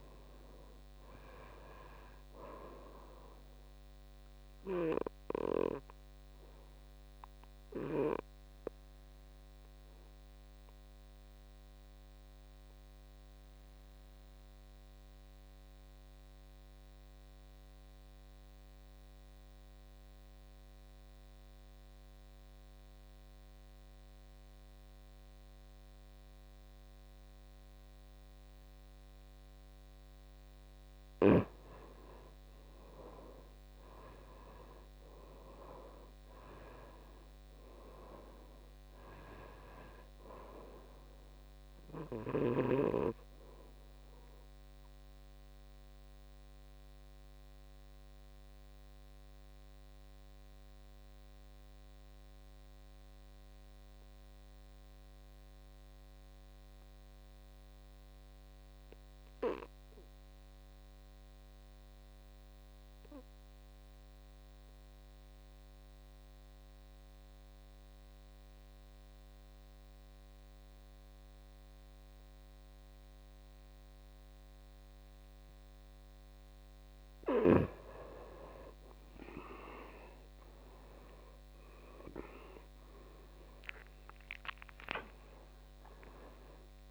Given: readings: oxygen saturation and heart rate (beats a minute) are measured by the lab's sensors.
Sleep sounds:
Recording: breathing in sleep by a microphone on the trachea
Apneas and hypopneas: 2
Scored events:
0.00-19.50 s: oxygen desaturation (device-marked, oxygen 80% lowest, heart rate 54 extreme)
5.00-30.50 s: obstructive apnea (oxygen 98% before, 80% lowest, heart rate 65 before, 54 extreme, up 11 after)
30.50-56.50 s: oxygen desaturation (device-marked, oxygen 98% before, 83% lowest, heart rate 57 before, 54 extreme)
33.00-37.00 s: arousal
42.50-75.50 s: obstructive apnea (oxygen 98% before, 77% lowest, heart rate 63 before, 54 extreme, up 9 after)
73.50-86.90 s: oxygen desaturation (device-marked, oxygen 98% before, 77% lowest, heart rate 58 before, 52 extreme)
79.50-83.50 s: arousal
From the record:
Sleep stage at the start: N2 (light sleep)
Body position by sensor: on the back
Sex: male

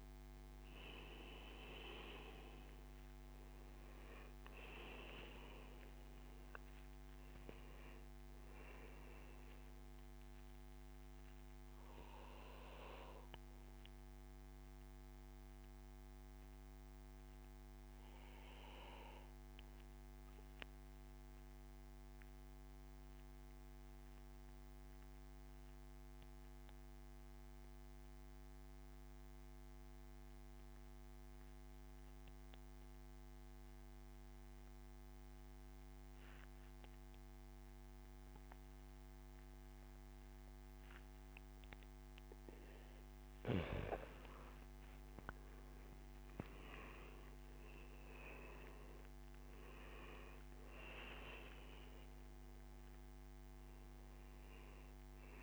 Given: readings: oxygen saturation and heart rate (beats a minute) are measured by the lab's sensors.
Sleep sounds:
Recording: breathing in sleep by a microphone on the trachea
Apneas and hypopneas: 1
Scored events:
0.00-15.00 s: oxygen desaturation (device-marked, oxygen 91% lowest, heart rate 70 extreme)
12.50-41.00 s: obstructive apnea (oxygen 98% before, 92% lowest, heart rate 82 before, 64 extreme, up 10 after)
37.00-55.43 s: oxygen desaturation (device-marked, oxygen 99% before, 92% lowest, heart rate 73 before, 64 extreme)
44.50-48.50 s: arousal
From the record:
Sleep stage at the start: N2 (light sleep)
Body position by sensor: on the back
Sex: male

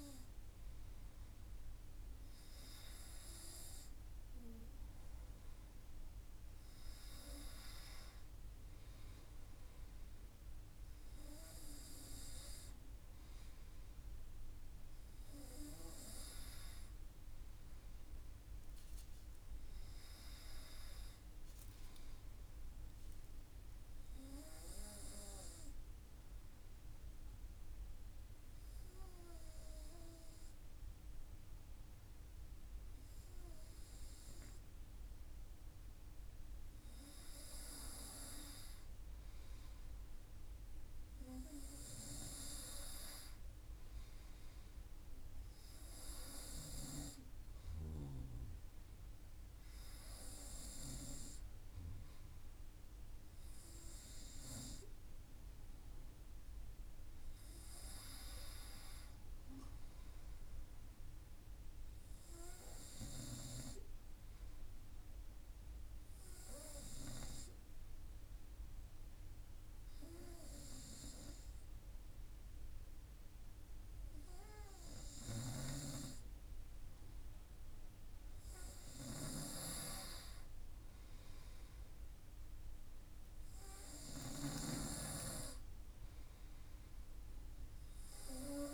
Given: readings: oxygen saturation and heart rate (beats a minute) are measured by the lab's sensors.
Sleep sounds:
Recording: breathing in sleep by a room microphone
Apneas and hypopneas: 2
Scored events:
26.00-36.50 s: obstructive apnea (oxygen 97% before, 94% lowest, heart rate 56 before, 54 extreme, up 1 after)
37.50-41.50 s: arousal
65.00-76.00 s: hypopnea (oxygen 96% before, 94% lowest, heart rate 55 before, 54 extreme, up 1 after)
80.00-84.00 s: arousal
From the record:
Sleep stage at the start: N2 (light sleep)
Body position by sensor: on the front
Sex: male

